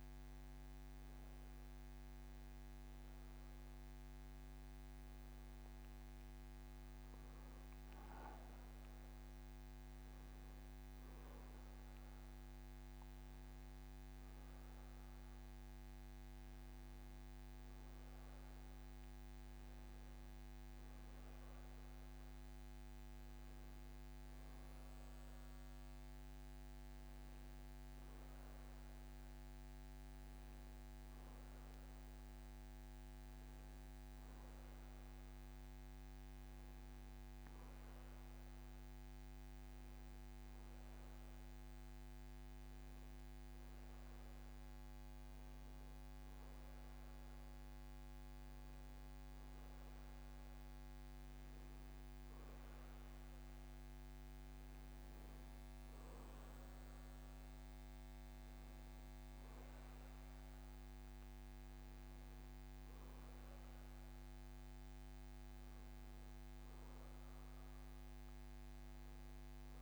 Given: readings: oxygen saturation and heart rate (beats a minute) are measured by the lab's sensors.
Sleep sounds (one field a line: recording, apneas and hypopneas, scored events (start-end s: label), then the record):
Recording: breathing in sleep, hard to hear, by a microphone on the trachea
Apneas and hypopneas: none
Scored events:
9.00-69.82 s: new sleep stage, N1 (lightest sleep)
54.00-58.50 s: arousal
From the record:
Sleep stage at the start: N2 (light sleep)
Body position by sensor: on the back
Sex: male